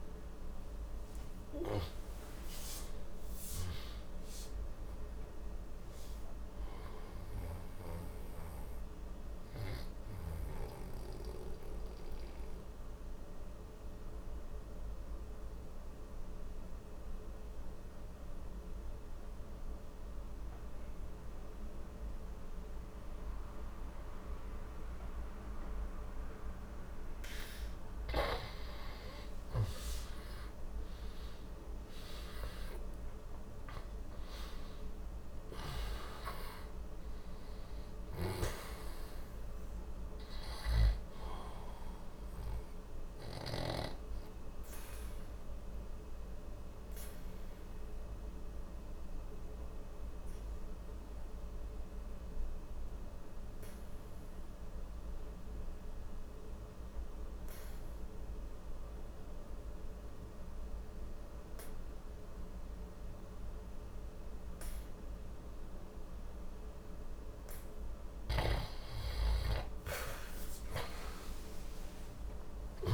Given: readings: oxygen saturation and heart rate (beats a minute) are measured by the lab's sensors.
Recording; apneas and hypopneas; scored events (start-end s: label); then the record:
breathing in sleep by a room microphone; 2
0.00-18.00 s: oxygen desaturation (device-marked, oxygen 89% lowest, heart rate 61 extreme)
8.00-27.00 s: obstructive apnea (oxygen 97% before, 87% lowest, heart rate 82 before, 59 extreme, up 11 after)
28.50-33.50 s: arousal
31.00-57.00 s: oxygen desaturation (device-marked, oxygen 98% before, 90% lowest, heart rate 63 before, 59 extreme)
42.50-66.50 s: mixed apnea (oxygen 98% before, 85% lowest, heart rate 65 before, 59 extreme, up 31 after)
68.00-72.94 s: oxygen desaturation (device-marked, oxygen 97% before, 85% lowest, heart rate 60 before, 61 extreme)
68.00-72.94 s: snoring (device-marked)
70.50-72.94 s: arousal
From the record:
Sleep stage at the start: N2 (light sleep); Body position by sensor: on the back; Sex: male